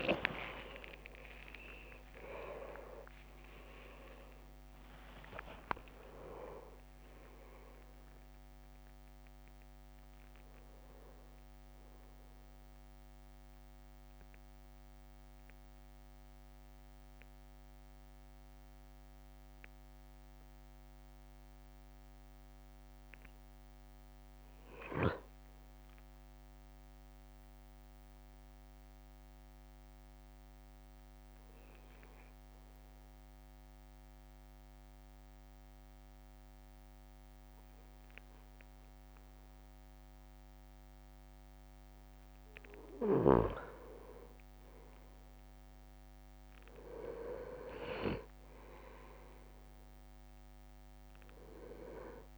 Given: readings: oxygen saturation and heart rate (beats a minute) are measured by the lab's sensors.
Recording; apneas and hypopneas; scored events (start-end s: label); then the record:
breathing in sleep by a microphone on the trachea; 2
0.00-1.00 s: arousal
0.00-15.00 s: drop in pulse transit time (device-marked, heart rate 62 extreme)
6.50-8.50 s: leg movement (device-marked)
13.00-23.00 s: central apnea (oxygen 99% before, 95% lowest, heart rate 68 before, 49 extreme, up 7 after)
25.50-28.00 s: arousal
29.50-43.00 s: obstructive apnea (oxygen 99% before, 96% lowest, heart rate 58 before, 46 extreme, up 9 after)
46.50-47.00 s: leg movement (device-marked)
46.50-50.00 s: arousal
48.00-52.38 s: drop in pulse transit time (device-marked, heart rate 53 before, 47 extreme)
From the record:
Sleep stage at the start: N2 (light sleep); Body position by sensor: on the right side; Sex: male